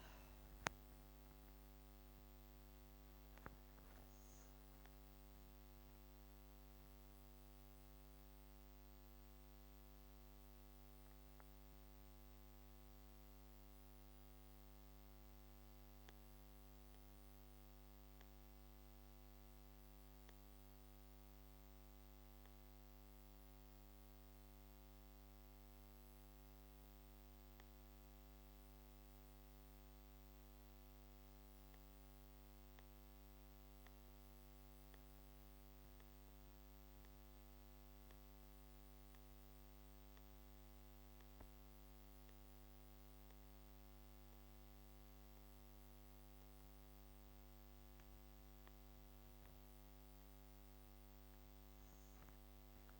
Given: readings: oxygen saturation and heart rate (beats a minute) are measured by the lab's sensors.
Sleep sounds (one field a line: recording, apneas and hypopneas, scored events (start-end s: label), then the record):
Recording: breathing in sleep, hard to hear, by a microphone on the trachea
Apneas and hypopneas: 1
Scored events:
7.50-53.00 s: new sleep stage, N2 (light sleep)
31.00-48.00 s: central apnea (oxygen 99% before, 91% lowest)
49.50-53.00 s: oxygen desaturation (device-marked, oxygen 97% before, 91% lowest, heart rate 40 before, 44 extreme)
52.00-53.00 s: arousal
From the record:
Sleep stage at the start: N1 (lightest sleep)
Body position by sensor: on the back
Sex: female